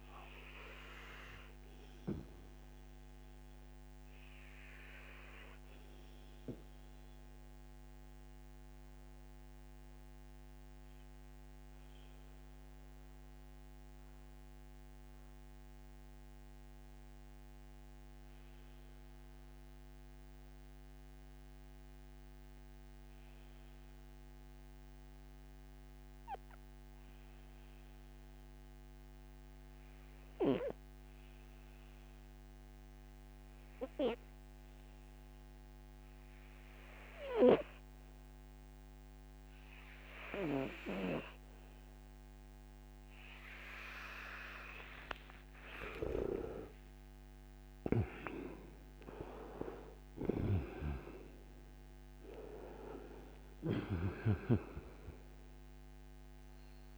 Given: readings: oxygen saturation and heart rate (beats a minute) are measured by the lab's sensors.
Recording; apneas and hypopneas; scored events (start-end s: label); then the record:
breathing in sleep by a microphone on the trachea; 1
0.00-24.50 s: oxygen desaturation (device-marked, oxygen 85% lowest, heart rate 58 extreme)
3.50-45.00 s: obstructive apnea (oxygen 98% before, 77% lowest, heart rate 65 before, 58 extreme, up 36 after)
32.50-56.98 s: oxygen desaturation (device-marked, oxygen 97% before, 77% lowest, heart rate 64 before, 57 extreme)
45.50-50.00 s: arousal
50.00-53.50 s: snoring (device-marked)
From the record:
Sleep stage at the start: N2 (light sleep); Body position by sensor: on the right side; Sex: male